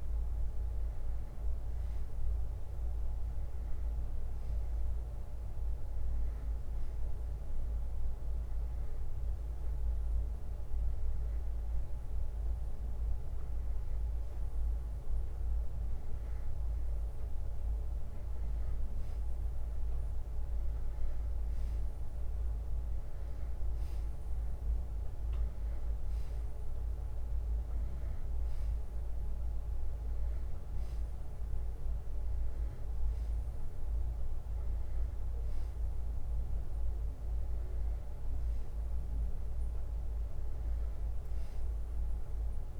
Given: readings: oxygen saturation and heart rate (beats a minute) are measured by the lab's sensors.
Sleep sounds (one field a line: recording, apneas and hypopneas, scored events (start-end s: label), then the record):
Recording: breathing in sleep, hard to hear, by a room microphone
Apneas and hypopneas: none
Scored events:
9.00-16.00 s: bradycardia (device-marked, heart rate 62 before, 56 extreme)
28.00-30.00 s: long interval between heartbeats (device-marked, heart rate 61 before, 66 extreme)
From the record:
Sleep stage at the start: N2 (light sleep)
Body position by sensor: on the back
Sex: male